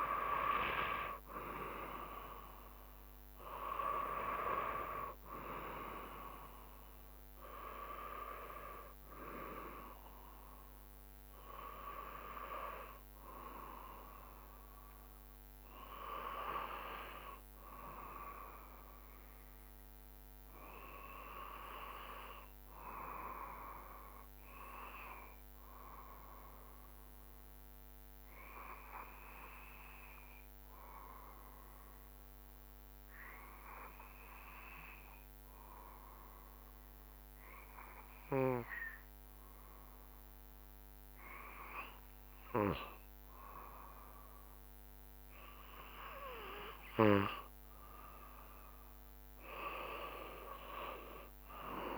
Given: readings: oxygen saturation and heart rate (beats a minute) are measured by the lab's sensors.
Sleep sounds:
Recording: breathing in sleep by a microphone on the trachea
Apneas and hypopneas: 1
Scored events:
0.00-6.00 s: drop in pulse transit time (device-marked, heart rate 70 extreme)
18.50-46.00 s: obstructive apnea (oxygen 96% before, 92% lowest, heart rate 70 before, 66 extreme, up 3 after)
42.00-51.98 s: oxygen desaturation (device-marked, oxygen 95% before, 92% lowest, heart rate 67 before, 67 extreme)
49.50-51.98 s: arousal
From the record:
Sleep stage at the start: N2 (light sleep)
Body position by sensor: on the back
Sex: male

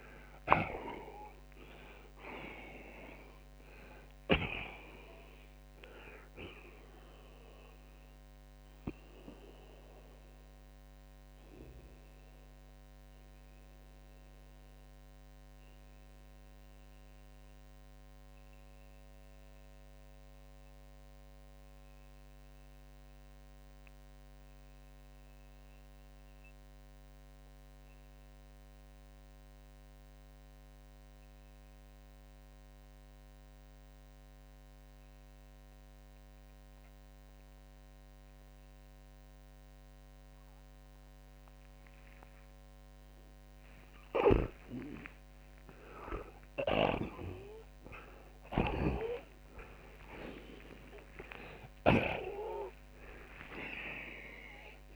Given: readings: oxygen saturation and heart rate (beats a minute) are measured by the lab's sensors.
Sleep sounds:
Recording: breathing in sleep by a microphone on the trachea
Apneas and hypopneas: 1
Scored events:
0.00-4.00 s: snoring (device-marked)
10.50-43.50 s: obstructive apnea (oxygen 94% before, 75% lowest)
20.00-40.00 s: oxygen desaturation (device-marked, oxygen 90% before, 77% lowest)
45.50-50.00 s: arousal
46.00-54.96 s: snoring (device-marked)
52.00-54.96 s: oxygen desaturation (device-marked, oxygen 92% before, 85% lowest)
From the record:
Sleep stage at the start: N2 (light sleep)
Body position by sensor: on the back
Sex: male

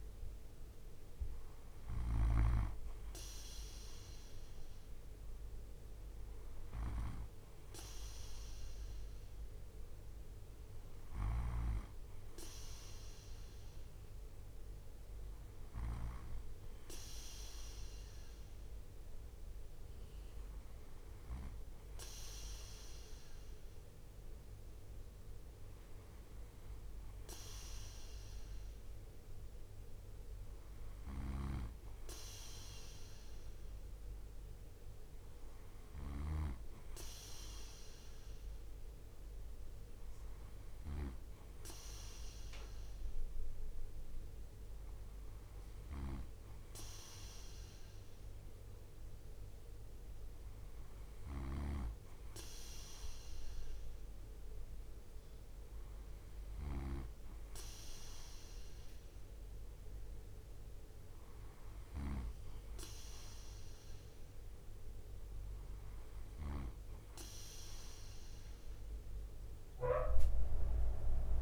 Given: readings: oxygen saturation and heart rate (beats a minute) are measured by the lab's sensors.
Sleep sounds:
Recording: breathing in sleep by a room microphone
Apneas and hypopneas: none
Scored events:
0.00-2.00 s: snoring (device-marked)
30.50-40.50 s: snoring (device-marked)
50.50-66.00 s: snoring (device-marked)
From the record:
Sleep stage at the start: N2 (light sleep)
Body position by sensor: on the right side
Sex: male

